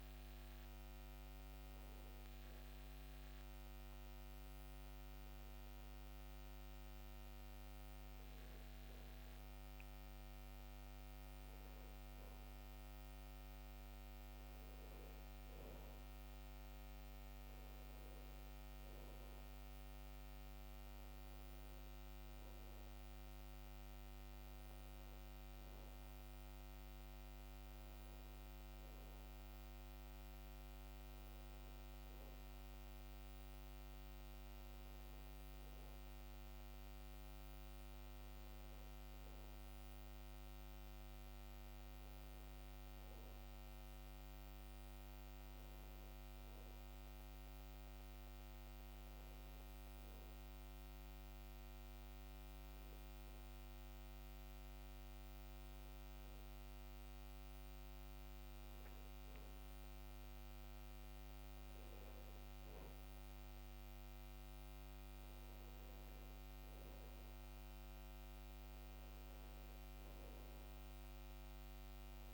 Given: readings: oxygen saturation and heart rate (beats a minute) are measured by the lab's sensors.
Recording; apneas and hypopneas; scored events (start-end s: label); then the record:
breathing in sleep, hard to hear, by a microphone on the trachea; none
none scored
From the record:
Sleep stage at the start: N2 (light sleep); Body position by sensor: on the back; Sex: male